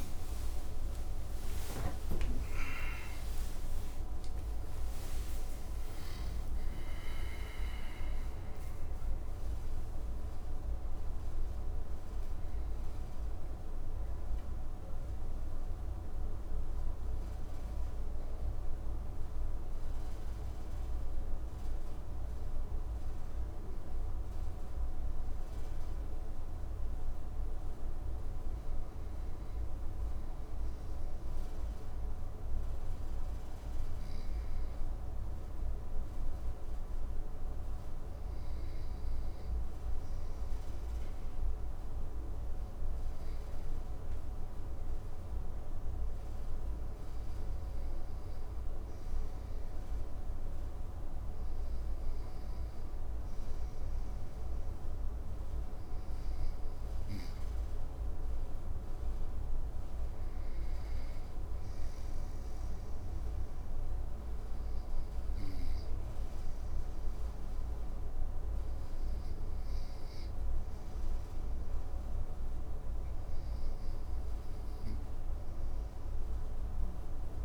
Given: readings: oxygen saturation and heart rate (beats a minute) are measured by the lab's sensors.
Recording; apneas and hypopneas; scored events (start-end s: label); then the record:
a person partly awake in a sleep study, hard to hear, by a room microphone; none
0.00-21.00 s: oxygen desaturation (device-marked, oxygen 93% lowest, heart rate 55 extreme)
22.00-77.44 s: new sleep stage, N2 (light sleep)
41.00-42.00 s: oxygen desaturation (device-marked, oxygen 100% before, 98% lowest, heart rate 59 before, 58 extreme)
From the record:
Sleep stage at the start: awake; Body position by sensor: on the right side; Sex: male